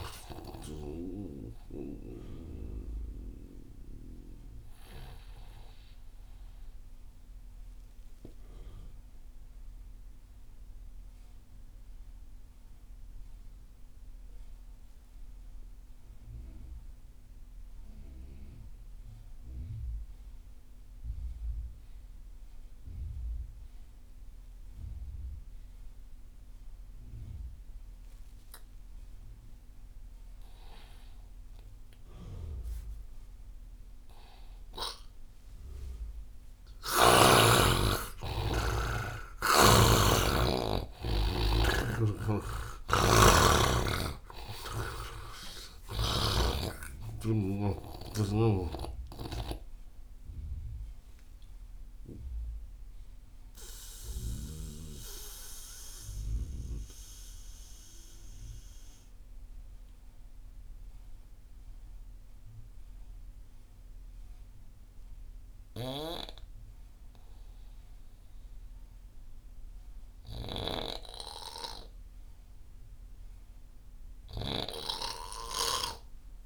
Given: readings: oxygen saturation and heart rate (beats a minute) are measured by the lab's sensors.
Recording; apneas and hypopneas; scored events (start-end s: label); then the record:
breathing in sleep by a room microphone; 2
0.00-15.50 s: oxygen desaturation (device-marked, oxygen 84% lowest)
1.50-32.00 s: obstructive apnea (oxygen 98% before, 83% lowest)
29.50-62.50 s: oxygen desaturation (device-marked, oxygen 99% before, 83% lowest)
37.00-41.00 s: arousal
42.00-46.50 s: snoring (device-marked)
48.50-54.50 s: snoring (device-marked)
50.50-68.00 s: mixed apnea (oxygen 99% before, 83% lowest)
70.00-73.50 s: arousal
70.50-75.00 s: snoring (device-marked)
From the record:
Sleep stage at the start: N2 (light sleep); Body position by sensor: on the right side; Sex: male